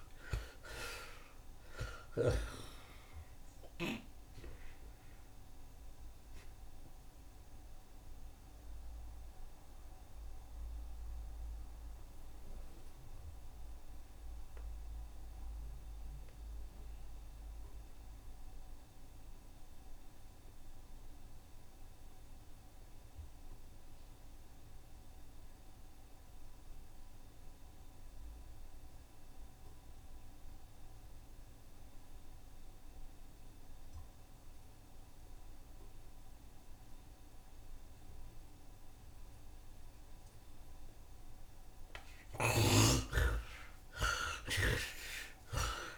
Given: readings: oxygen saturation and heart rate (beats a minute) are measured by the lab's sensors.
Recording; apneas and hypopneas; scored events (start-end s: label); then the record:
breathing in sleep by a room microphone; 1
0.00-19.50 s: oxygen desaturation (device-marked, oxygen 52% lowest, heart rate 75 extreme)
4.50-40.50 s: mixed apnea (oxygen 69% before, 49% lowest, heart rate 82 before, 74 extreme)
24.50-45.98 s: oxygen desaturation (device-marked, oxygen 81% before, 49% lowest, heart rate 79 before, 71 extreme)
42.00-45.98 s: arousal
42.50-45.98 s: tachycardia (device-marked, heart rate 83 before, 207 extreme)
43.00-45.98 s: snoring (device-marked)
44.00-45.98 s: long interval between heartbeats (device-marked, heart rate 76 before, 89 extreme)
From the record:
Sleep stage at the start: N2 (light sleep); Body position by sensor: on the right side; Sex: male